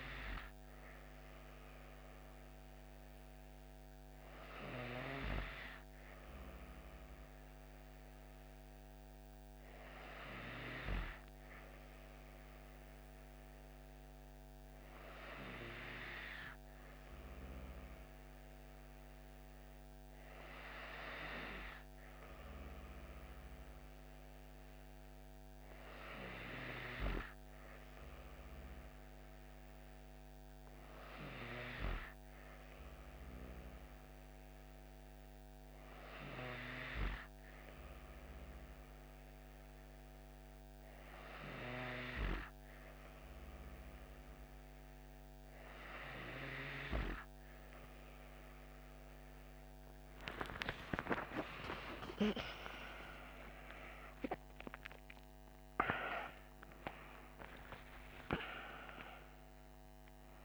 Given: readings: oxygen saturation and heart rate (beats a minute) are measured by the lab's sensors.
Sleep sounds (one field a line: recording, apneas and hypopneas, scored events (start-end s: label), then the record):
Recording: a person partly awake in a sleep study, by a microphone on the trachea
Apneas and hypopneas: none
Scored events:
41.00-60.45 s: new sleep stage, awake
From the record:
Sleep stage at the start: N3 (deep sleep)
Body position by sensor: on the back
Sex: female